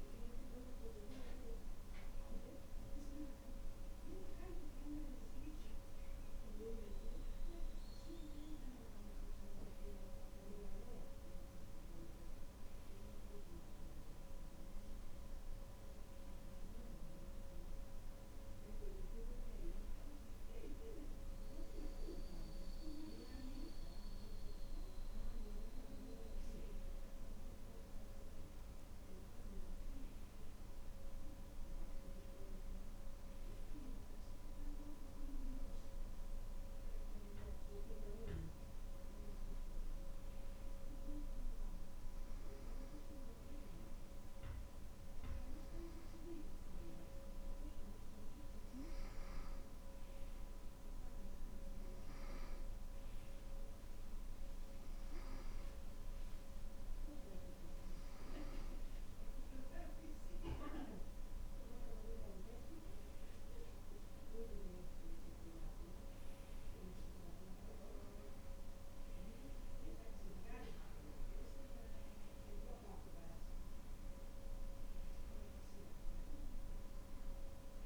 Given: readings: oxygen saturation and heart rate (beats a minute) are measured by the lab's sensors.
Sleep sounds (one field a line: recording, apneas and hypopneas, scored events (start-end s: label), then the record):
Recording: breathing in sleep by a room microphone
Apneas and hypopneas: none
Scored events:
none scored
From the record:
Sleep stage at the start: N2 (light sleep)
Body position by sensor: on the back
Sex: male